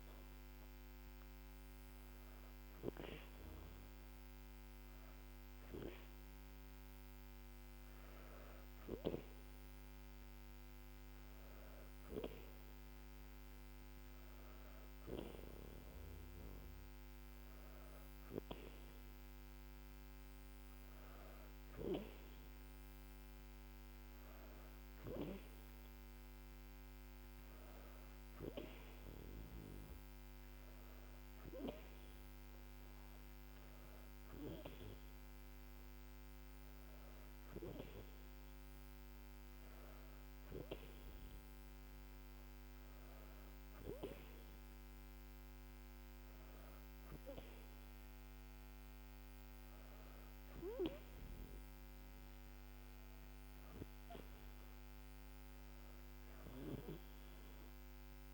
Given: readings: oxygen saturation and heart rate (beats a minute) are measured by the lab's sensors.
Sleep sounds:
breathing in sleep by a microphone on the trachea; none
none scored
From the record:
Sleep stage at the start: N2 (light sleep); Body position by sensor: on the back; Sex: female

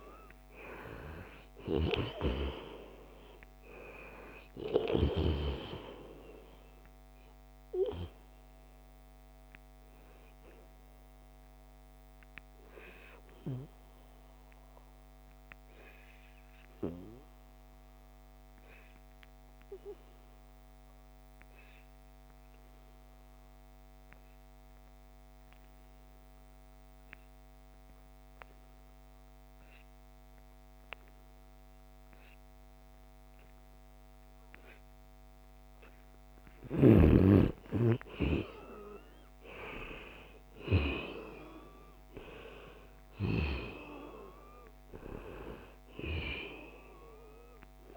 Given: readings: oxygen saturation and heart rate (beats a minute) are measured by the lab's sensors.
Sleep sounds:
breathing in sleep by a microphone on the trachea; 1
0.00-22.50 s: oxygen desaturation (device-marked, oxygen 87% lowest, heart rate 68 extreme)
6.50-35.50 s: obstructive apnea (oxygen 97% before, 87% lowest, heart rate 72 before, 72 extreme, up 4 after)
36.50-41.00 s: arousal
38.50-47.97 s: oxygen desaturation (device-marked, oxygen 97% before, 90% lowest, heart rate 75 before, 69 extreme)
From the record:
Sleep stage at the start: N2 (light sleep); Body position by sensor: on the right side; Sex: male

